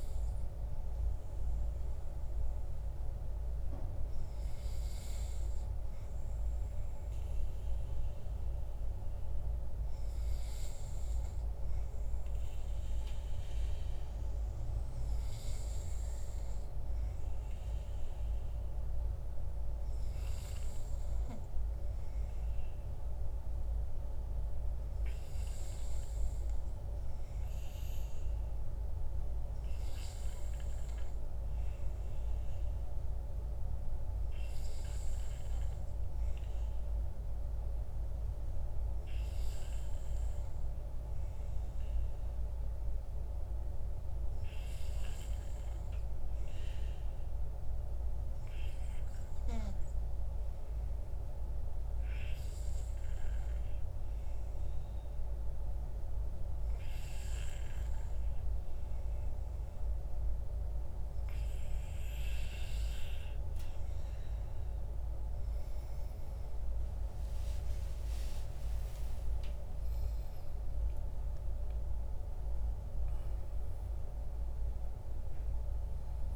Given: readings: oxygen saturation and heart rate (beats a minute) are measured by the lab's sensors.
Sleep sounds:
breathing in sleep, hard to hear, by a room microphone; 1
47.50-61.50 s: hypopnea (oxygen 96% before, 94% lowest, heart rate 56 before, 50 extreme, up 34 after)
66.50-71.50 s: arousal
From the record:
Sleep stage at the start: N2 (light sleep); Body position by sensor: on the back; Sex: male

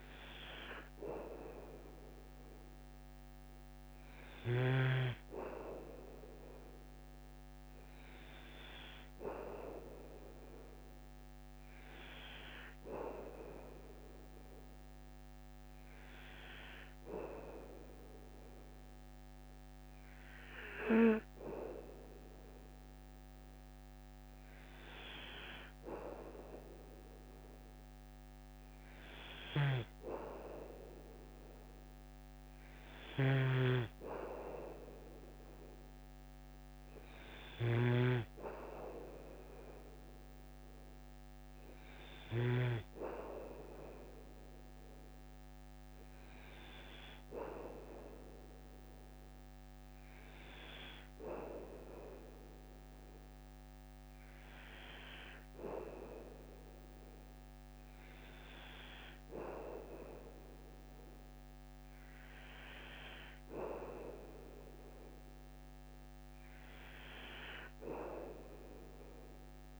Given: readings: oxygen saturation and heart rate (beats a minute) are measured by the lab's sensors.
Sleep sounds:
breathing in sleep by a microphone on the trachea; none
29.50-42.50 s: snoring (device-marked)
From the record:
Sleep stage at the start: N2 (light sleep); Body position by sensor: on the back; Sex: male

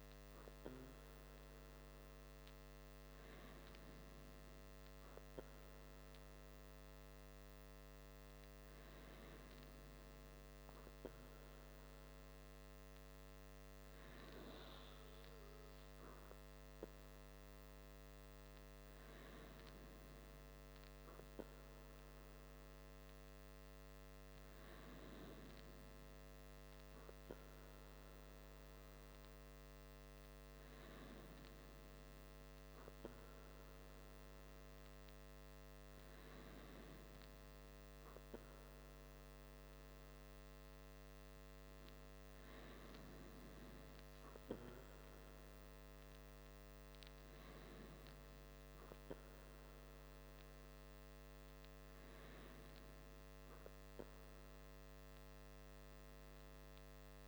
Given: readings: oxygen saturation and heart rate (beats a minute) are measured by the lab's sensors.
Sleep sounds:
breathing in sleep, hard to hear, by a microphone on the trachea; none
none scored
From the record:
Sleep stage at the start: N2 (light sleep); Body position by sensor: on the back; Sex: male

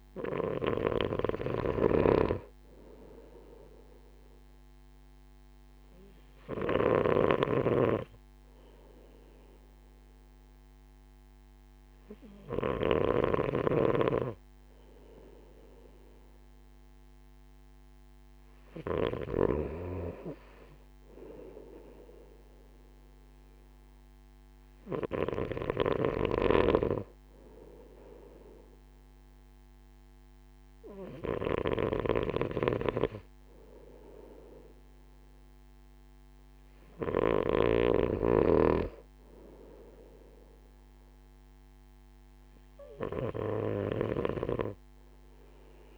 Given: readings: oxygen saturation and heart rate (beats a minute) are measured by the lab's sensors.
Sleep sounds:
breathing in sleep by a microphone on the trachea; none
1.50-13.00 s: snoring (device-marked)
26.00-37.50 s: snoring (device-marked)
From the record:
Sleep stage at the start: N2 (light sleep); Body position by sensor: on the right side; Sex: male

